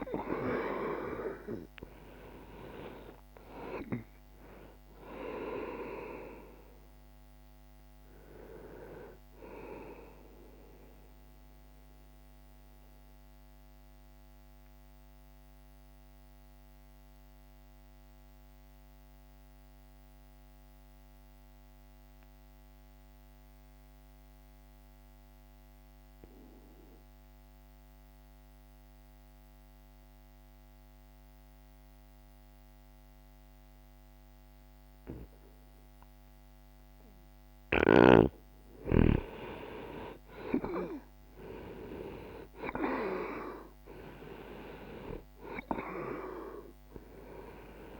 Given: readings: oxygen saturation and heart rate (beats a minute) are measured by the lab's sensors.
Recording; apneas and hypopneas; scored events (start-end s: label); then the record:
breathing in sleep by a microphone on the trachea; 1
11.00-37.50 s: obstructive apnea (oxygen 98% before, 85% lowest, heart rate 62 before, 60 extreme, up 0 after)
18.00-32.00 s: oxygen desaturation (device-marked, oxygen 94% before, 85% lowest, heart rate 62 before, 60 extreme)
39.50-44.50 s: arousal
41.00-48.00 s: oxygen desaturation (device-marked, oxygen 99% before, 94% lowest, heart rate 61 before, 60 extreme)
From the record:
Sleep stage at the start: N2 (light sleep); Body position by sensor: on the back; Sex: male